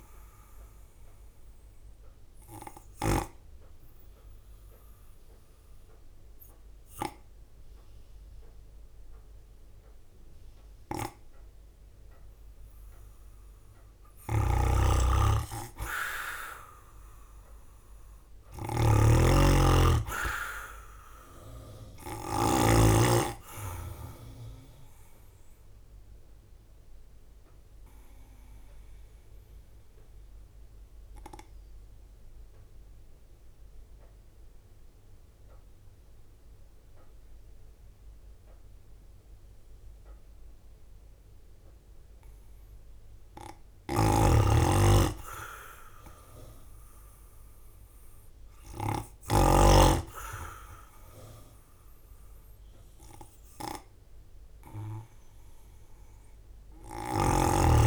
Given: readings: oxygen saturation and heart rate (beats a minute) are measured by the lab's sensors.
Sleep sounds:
breathing in sleep by a room microphone; 2
2.00-14.00 s: obstructive apnea (oxygen 98% before, 93% lowest, heart rate 55 before, 52 extreme, up 8 after)
7.50-20.50 s: oxygen desaturation (device-marked, oxygen 98% before, 94% lowest, heart rate 54 before, 52 extreme)
17.50-21.50 s: arousal
18.00-22.50 s: snoring (device-marked)
18.50-33.50 s: drop in pulse transit time (device-marked, heart rate 55 before, 52 extreme)
26.00-42.00 s: mixed apnea (oxygen 98% before, 93% lowest, heart rate 57 before, 52 extreme, up 7 after)
43.50-49.00 s: snoring (device-marked)
44.50-48.00 s: arousal
45.50-54.50 s: oxygen desaturation (device-marked, oxygen 97% before, 93% lowest, heart rate 55 before, 52 extreme)
49.50-57.87 s: drop in pulse transit time (device-marked, heart rate 55 before, 52 extreme)
From the record:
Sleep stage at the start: N2 (light sleep); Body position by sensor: on the right side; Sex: male

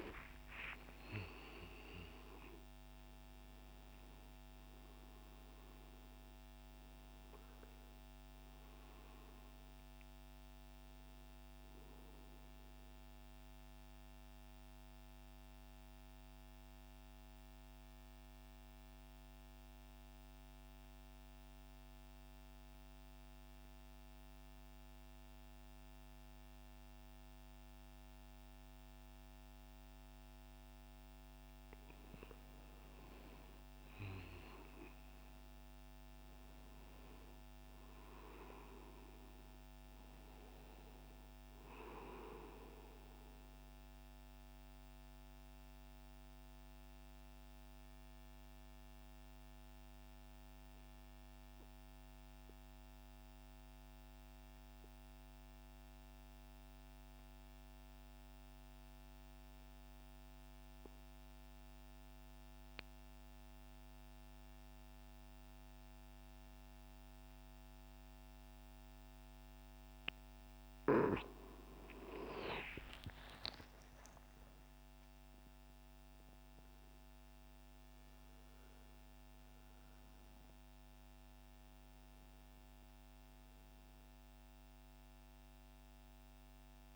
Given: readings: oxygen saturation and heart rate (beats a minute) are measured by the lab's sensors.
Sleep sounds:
breathing in sleep by a microphone on the trachea; 2
0.00-1.50 s: arousal
0.00-20.00 s: oxygen desaturation (device-marked, oxygen 94% lowest)
12.50-32.50 s: mixed apnea (oxygen 99% before, 91% lowest)
33.50-38.00 s: arousal
45.00-70.00 s: mixed apnea (oxygen 98% before, 91% lowest)
65.00-86.96 s: oxygen desaturation (device-marked, oxygen 98% before, 91% lowest, heart rate 101 before, 66 extreme)
72.00-76.50 s: arousal
From the record:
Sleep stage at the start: N2 (light sleep); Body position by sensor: on the right side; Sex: male

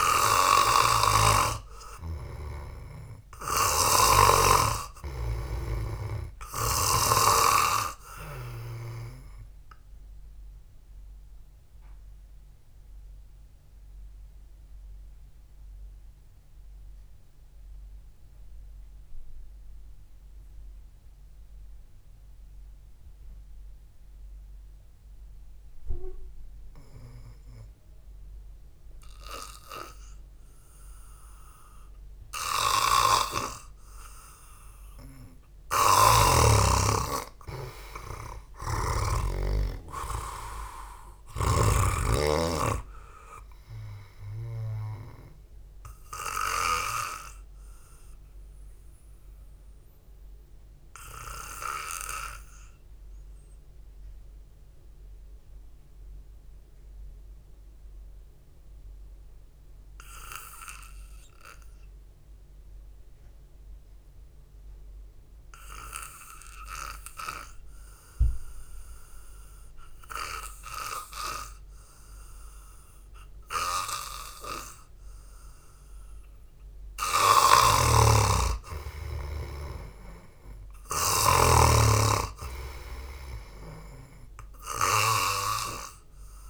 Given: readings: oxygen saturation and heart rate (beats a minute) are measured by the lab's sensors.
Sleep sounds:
breathing in sleep by a room microphone; 2
1.50-5.00 s: snoring (device-marked)
11.50-32.50 s: oxygen desaturation (device-marked, oxygen 94% before, 87% lowest, heart rate 57 before, 46 extreme)
12.00-28.00 s: obstructive apnea (oxygen 98% before, 87% lowest, heart rate 57 before, 46 extreme)
34.00-37.50 s: arousal
36.50-40.00 s: snoring (device-marked)
41.50-47.50 s: oxygen desaturation (device-marked, oxygen 95% before, 92% lowest, heart rate 59 before, 54 extreme)
49.00-76.00 s: mixed apnea (oxygen 95% before, 86% lowest, heart rate 54 before, 49 extreme)
54.50-67.50 s: oxygen desaturation (device-marked, oxygen 93% before, 87% lowest, heart rate 54 before, 49 extreme)
77.50-82.00 s: arousal
77.50-86.50 s: oxygen desaturation (device-marked, oxygen 97% before, 86% lowest, heart rate 67 before, 48 extreme)
78.00-82.00 s: snoring (device-marked)
From the record:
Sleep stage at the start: N2 (light sleep); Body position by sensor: on the back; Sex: male

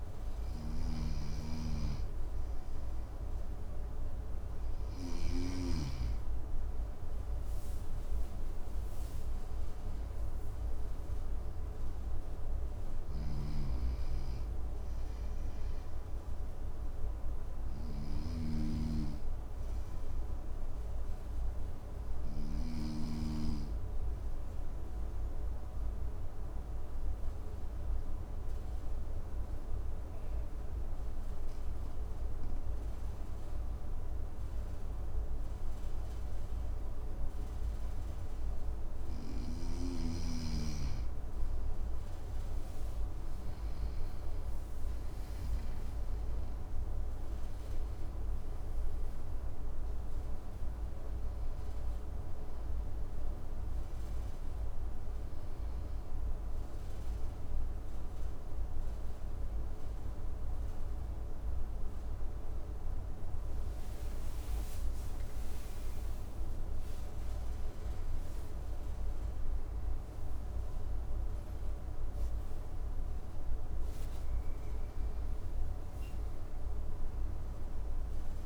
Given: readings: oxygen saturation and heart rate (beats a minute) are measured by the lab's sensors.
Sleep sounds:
a person partly awake in a sleep study, by a room microphone; 1
0.00-4.50 s: snoring (device-marked)
3.00-24.00 s: oxygen desaturation (device-marked, oxygen 97% before, 94% lowest, heart rate 55 before, 53 extreme)
12.50-22.00 s: snoring (device-marked)
20.00-37.00 s: obstructive apnea (oxygen 97% before, 93% lowest, heart rate 59 before, 53 extreme, up 8 after)
56.00-78.46 s: new sleep stage, awake
From the record:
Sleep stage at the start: N2 (light sleep); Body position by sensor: on the front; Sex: male

